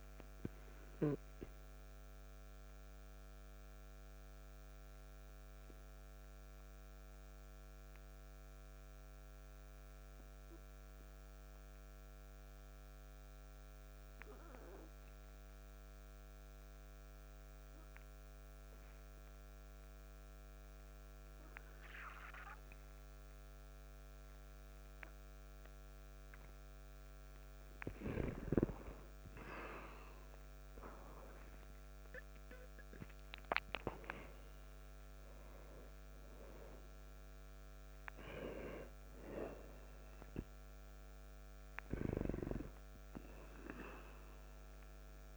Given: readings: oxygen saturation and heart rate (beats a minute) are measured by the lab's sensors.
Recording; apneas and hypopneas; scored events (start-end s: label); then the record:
breathing in sleep by a microphone on the trachea; 1
0.00-16.00 s: oxygen desaturation (device-marked, oxygen 88% lowest, heart rate 54 extreme)
3.50-27.00 s: obstructive apnea (oxygen 98% before, 87% lowest, heart rate 60 before, 54 extreme, up 5 after)
28.00-32.50 s: arousal
29.00-45.37 s: oxygen desaturation (device-marked, oxygen 98% before, 87% lowest, heart rate 58 before, 55 extreme)
From the record:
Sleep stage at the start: N2 (light sleep); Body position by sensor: on the back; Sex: male